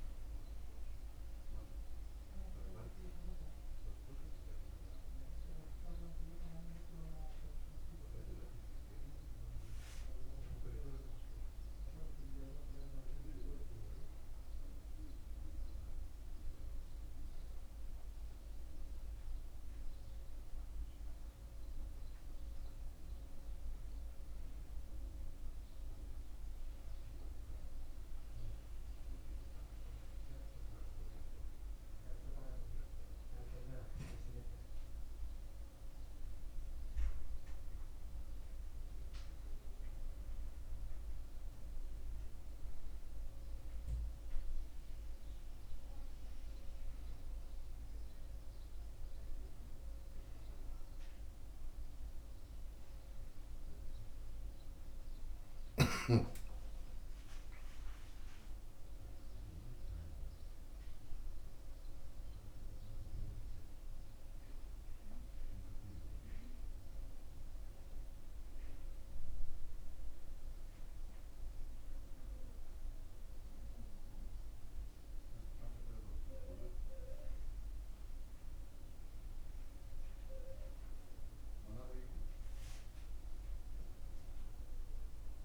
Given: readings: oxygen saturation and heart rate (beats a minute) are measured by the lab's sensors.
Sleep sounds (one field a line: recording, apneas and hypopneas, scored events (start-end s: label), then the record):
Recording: a person awake in a sleep study, by a room microphone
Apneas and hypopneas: none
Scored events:
none scored
From the record:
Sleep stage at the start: awake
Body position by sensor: on the back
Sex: male